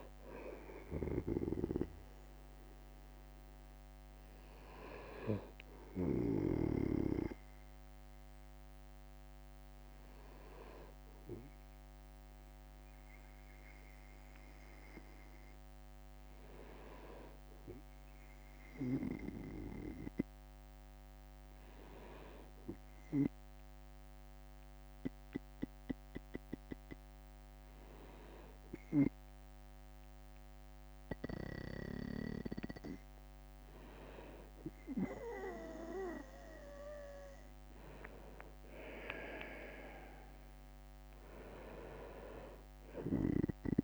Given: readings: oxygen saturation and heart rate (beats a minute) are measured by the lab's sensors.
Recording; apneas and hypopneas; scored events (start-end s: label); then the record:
breathing in sleep by a microphone on the trachea; 1
0.00-3.00 s: drop in pulse transit time (device-marked, heart rate 54 extreme)
0.00-39.00 s: bradycardia (device-marked, heart rate 50 extreme)
10.00-26.50 s: hypopnea (oxygen 98% before, 96% lowest, heart rate 59 before, 52 extreme, up 2 after)
20.00-28.00 s: drop in pulse transit time (device-marked, heart rate 52 before, 52 extreme)
29.00-32.50 s: arousal
42.00-43.84 s: bradycardia (device-marked, heart rate 56 before, 55 extreme)
From the record:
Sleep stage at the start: N2 (light sleep); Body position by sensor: on the right side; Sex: male